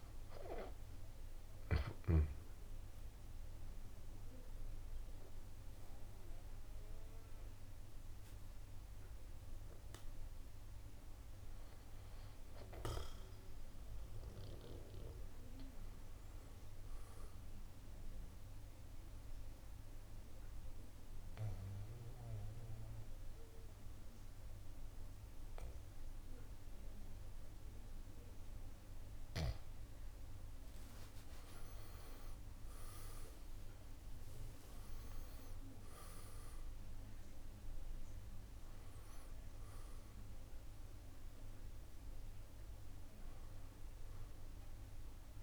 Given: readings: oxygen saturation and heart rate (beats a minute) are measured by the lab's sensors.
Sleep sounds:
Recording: breathing in sleep by a room microphone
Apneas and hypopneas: 2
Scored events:
0.00-15.00 s: oxygen desaturation (device-marked, oxygen 84% lowest, heart rate 62 extreme)
2.00-12.00 s: central apnea (oxygen 98% before, 84% lowest, heart rate 68 before, 62 extreme, up 6 after)
13.00-16.00 s: arousal
18.50-31.00 s: obstructive apnea (oxygen 97% before, 87% lowest, heart rate 68 before, 63 extreme, up 7 after)
22.00-33.00 s: oxygen desaturation (device-marked, oxygen 97% before, 92% lowest, heart rate 67 before, 63 extreme)
35.00-40.00 s: arousal
35.00-45.42 s: drop in pulse transit time (device-marked, heart rate 66 before, 68 extreme)
39.00-45.42 s: oxygen desaturation (device-marked, oxygen 94% before, 87% lowest, heart rate 66 before, 61 extreme)
From the record:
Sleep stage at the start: N2 (light sleep)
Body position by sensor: on the back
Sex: male

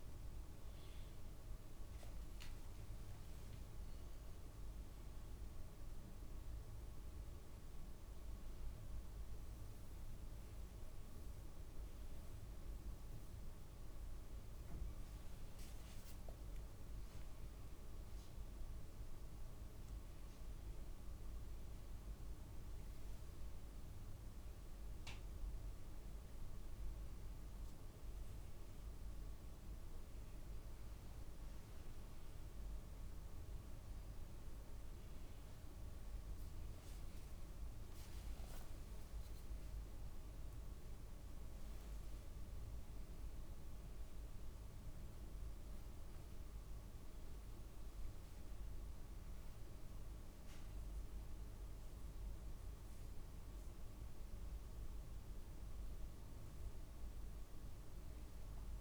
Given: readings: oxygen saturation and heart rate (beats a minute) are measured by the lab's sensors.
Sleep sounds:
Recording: breathing in sleep, hard to hear, by a room microphone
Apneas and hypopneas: none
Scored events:
39.00-42.50 s: arousal
From the record:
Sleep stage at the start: N2 (light sleep)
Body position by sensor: on the back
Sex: male

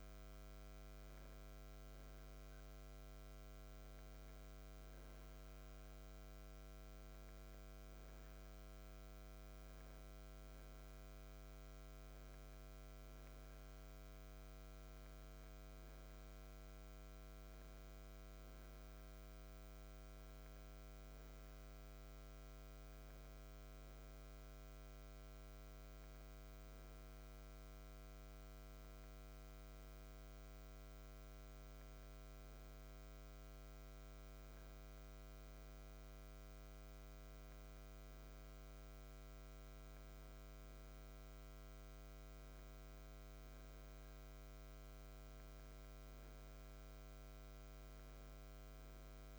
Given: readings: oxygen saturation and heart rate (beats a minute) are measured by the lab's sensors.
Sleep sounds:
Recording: breathing in sleep, hard to hear, by a microphone on the trachea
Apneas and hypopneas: none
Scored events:
none scored
From the record:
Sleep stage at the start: N2 (light sleep)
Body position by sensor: on the back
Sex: male

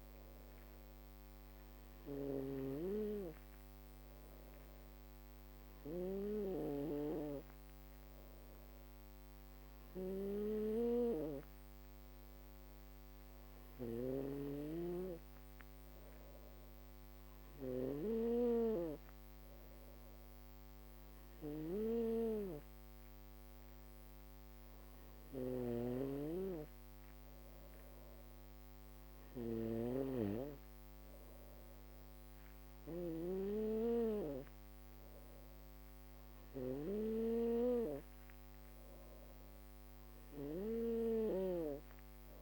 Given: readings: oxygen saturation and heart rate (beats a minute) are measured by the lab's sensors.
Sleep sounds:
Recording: breathing in sleep by a microphone on the trachea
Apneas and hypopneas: none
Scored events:
0.00-6.00 s: snoring (device-marked)
12.50-17.00 s: snoring (device-marked)
24.00-40.50 s: snoring (device-marked)
From the record:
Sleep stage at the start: N2 (light sleep)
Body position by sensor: on the back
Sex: female

